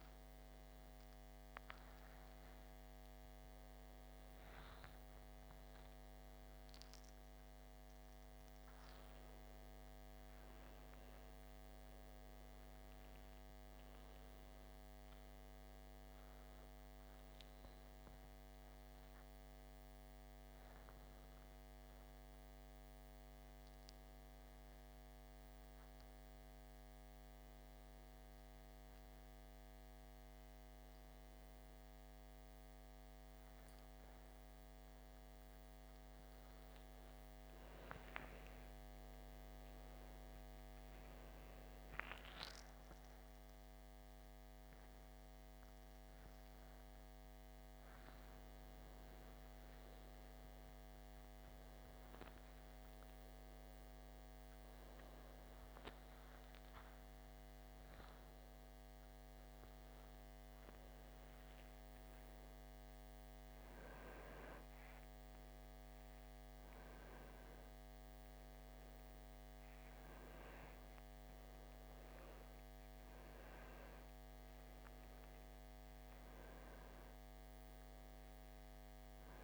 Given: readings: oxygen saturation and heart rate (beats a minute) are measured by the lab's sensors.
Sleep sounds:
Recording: a person awake in a sleep study, hard to hear, by a microphone on the trachea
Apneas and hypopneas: none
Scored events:
0.00-18.00 s: oxygen desaturation (device-marked, oxygen 92% lowest, heart rate 73 extreme)
64.00-78.00 s: oxygen desaturation (device-marked, oxygen 95% before, 91% lowest, heart rate 85 before, 79 extreme)
From the record:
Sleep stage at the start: awake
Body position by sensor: upright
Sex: male

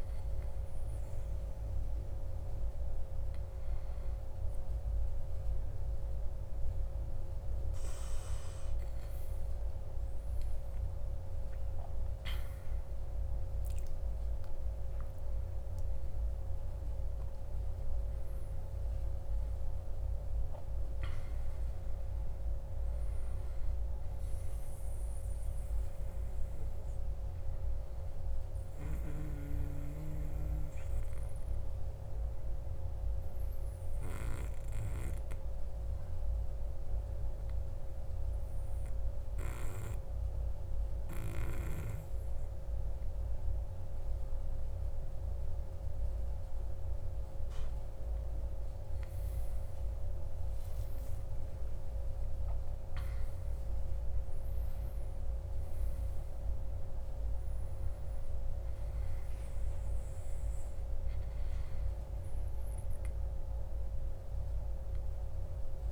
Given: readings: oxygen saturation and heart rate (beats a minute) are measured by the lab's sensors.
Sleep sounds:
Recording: a person partly awake in a sleep study, hard to hear, by a room microphone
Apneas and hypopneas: 1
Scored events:
28.50-65.91 s: new sleep stage, N2 (light sleep)
35.00-46.50 s: hypopnea (oxygen 99% before, 97% lowest, heart rate 59 before, 52 extreme, up 8 after)
51.00-54.50 s: arousal
From the record:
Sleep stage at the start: awake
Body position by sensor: on the back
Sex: male

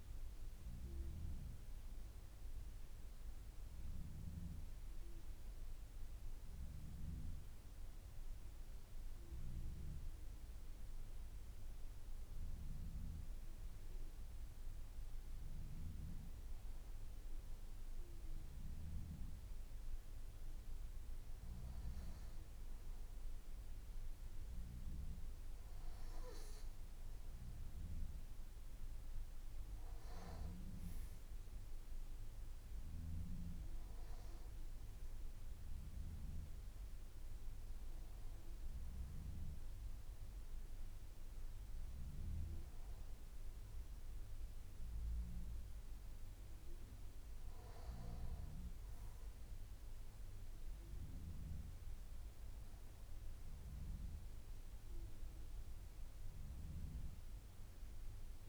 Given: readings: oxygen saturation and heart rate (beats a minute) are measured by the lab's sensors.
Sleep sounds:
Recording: breathing in sleep, hard to hear, by a room microphone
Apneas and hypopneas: 1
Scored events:
0.00-11.00 s: oxygen desaturation (device-marked, oxygen 94% lowest, heart rate 52 extreme)
3.50-14.50 s: hypopnea (oxygen 98% before, 94% lowest, heart rate 54 before, 52 extreme, up 1 after)
50.00-58.49 s: new sleep stage, N1 (lightest sleep)
From the record:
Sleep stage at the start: N3 (deep sleep)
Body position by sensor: on the back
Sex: male

